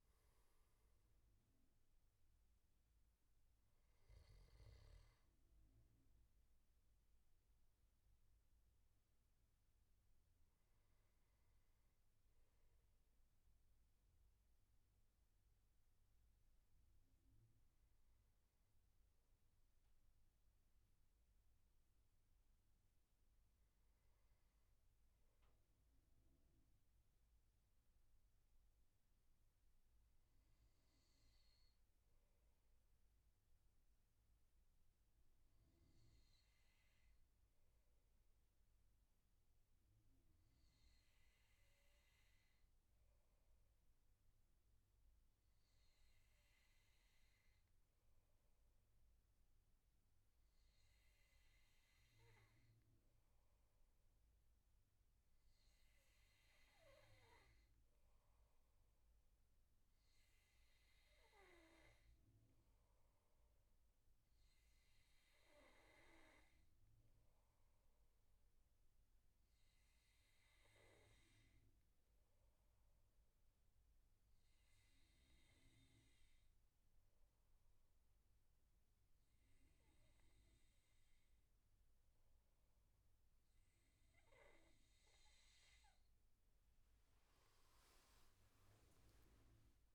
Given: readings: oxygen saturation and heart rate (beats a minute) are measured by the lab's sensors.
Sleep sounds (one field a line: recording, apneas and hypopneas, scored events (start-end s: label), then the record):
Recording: breathing in sleep, hard to hear, by a room microphone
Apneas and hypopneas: 1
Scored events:
0.00-5.50 s: oxygen desaturation (device-marked, oxygen 92% lowest, heart rate 59 extreme)
2.50-4.50 s: bradycardia (device-marked, heart rate 72 before, 64 extreme)
16.50-85.50 s: obstructive apnea (oxygen 97% before, 89% lowest, heart rate 67 before, 59 extreme, up 14 after)
41.50-49.50 s: oxygen desaturation (device-marked, oxygen 99% before, 96% lowest, heart rate 66 before, 67 extreme)
85.50-89.95 s: oxygen desaturation (device-marked, oxygen 94% before, 90% lowest, heart rate 71 before, 59 extreme)
88.00-89.95 s: arousal
From the record:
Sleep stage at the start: N2 (light sleep)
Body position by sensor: on the back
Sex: male